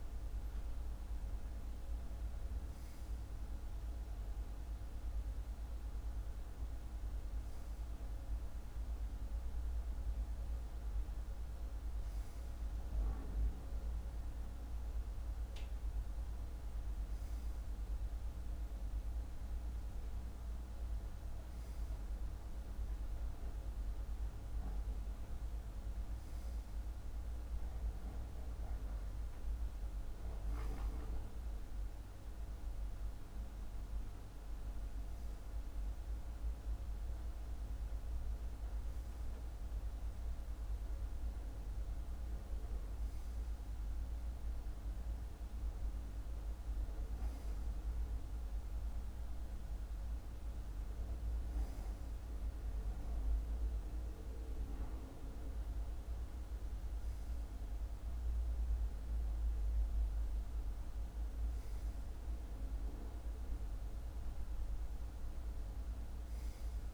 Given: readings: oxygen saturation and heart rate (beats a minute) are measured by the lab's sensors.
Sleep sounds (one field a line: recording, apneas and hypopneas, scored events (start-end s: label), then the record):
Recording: breathing in sleep, hard to hear, by a room microphone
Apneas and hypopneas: none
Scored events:
none scored
From the record:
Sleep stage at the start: N2 (light sleep)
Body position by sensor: on the left side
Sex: male